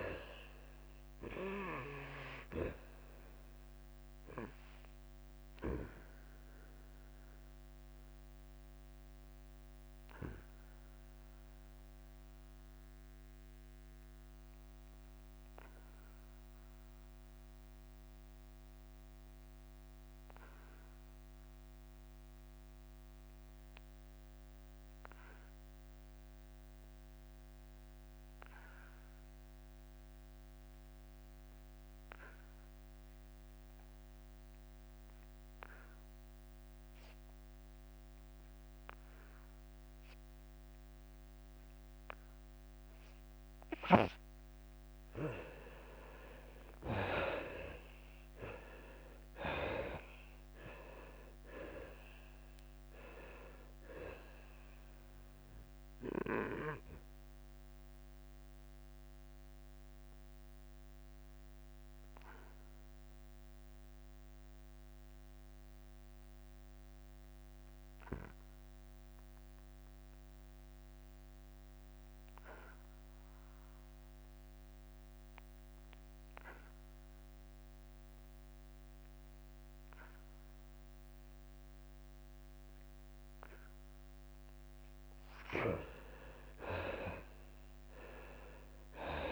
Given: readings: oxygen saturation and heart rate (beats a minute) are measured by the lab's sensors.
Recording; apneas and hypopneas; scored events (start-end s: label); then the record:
breathing in sleep by a microphone on the trachea; 2
0.00-1.00 s: arousal
0.00-8.50 s: drop in pulse transit time (device-marked, heart rate 89 extreme)
0.00-10.50 s: oxygen desaturation (device-marked, oxygen 94% lowest, heart rate 81 extreme)
6.50-45.00 s: obstructive apnea (oxygen 98% before, 67% lowest, heart rate 90 before, 81 extreme, up 5 after)
12.50-26.50 s: oxygen desaturation (device-marked, oxygen 95% before, 71% lowest, heart rate 91 before, 81 extreme)
41.50-62.50 s: drop in pulse transit time (device-marked, heart rate 85 before, 87 extreme)
47.00-51.00 s: arousal
58.00-85.00 s: obstructive apnea (oxygen 98% before, 67% lowest, heart rate 90 before, 83 extreme, up 11 after)
66.50-77.50 s: oxygen desaturation (device-marked, oxygen 93% before, 67% lowest, heart rate 92 before, 83 extreme)
86.50-89.32 s: oxygen desaturation (device-marked, oxygen 98% before, 77% lowest, heart rate 88 before, 85 extreme)
87.50-89.32 s: drop in pulse transit time (device-marked, heart rate 88 before, 86 extreme)
From the record:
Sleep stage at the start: N2 (light sleep); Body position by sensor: on the back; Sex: male